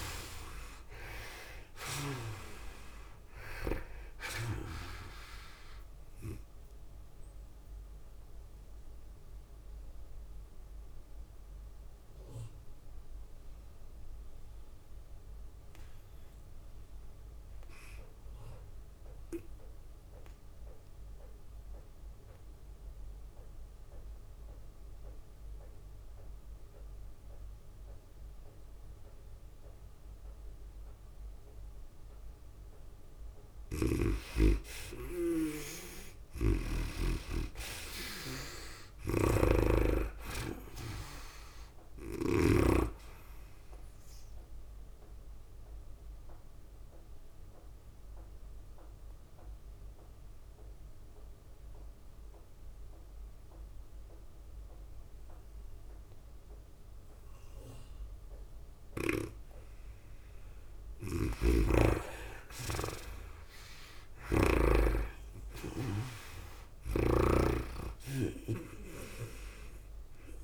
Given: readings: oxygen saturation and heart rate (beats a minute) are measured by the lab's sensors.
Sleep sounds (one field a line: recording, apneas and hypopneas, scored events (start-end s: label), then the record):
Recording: breathing in sleep by a room microphone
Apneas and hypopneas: 2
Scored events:
0.00-2.50 s: arousal
0.00-2.50 s: snoring (device-marked)
0.00-23.50 s: oxygen desaturation (device-marked, oxygen 78% lowest, heart rate 92 extreme)
0.50-16.50 s: drop in pulse transit time (device-marked, heart rate 90 before, 98 extreme)
0.50-26.50 s: tachycardia (device-marked, heart rate 99 before, 107 extreme)
8.50-33.00 s: mixed apnea (oxygen 96% before, 78% lowest, heart rate 97 before, 86 extreme, up 3 after)
25.50-53.50 s: oxygen desaturation (device-marked, oxygen 100% before, 85% lowest, heart rate 104 before, 85 extreme)
36.50-41.00 s: arousal
36.50-43.00 s: snoring (device-marked)
37.50-50.50 s: tachycardia (device-marked, heart rate 99 before, 106 extreme)
46.00-59.50 s: obstructive apnea (oxygen 100% before, 85% lowest, heart rate 101 before, 85 extreme, up 17 after)
55.00-57.00 s: long interval between heartbeats (device-marked, heart rate 102 before, 87 extreme)
60.50-70.43 s: oxygen desaturation (device-marked, oxygen 97% before, 85% lowest, heart rate 99 before, 98 extreme)
61.50-65.00 s: snoring (device-marked)
63.50-70.43 s: tachycardia (device-marked, heart rate 99 before, 106 extreme)
66.00-69.00 s: arousal
67.50-70.43 s: drop in pulse transit time (device-marked, heart rate 96 before, 102 extreme)
From the record:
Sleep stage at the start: N2 (light sleep)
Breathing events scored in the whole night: 372 in 4.0 hours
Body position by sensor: on the right side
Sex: female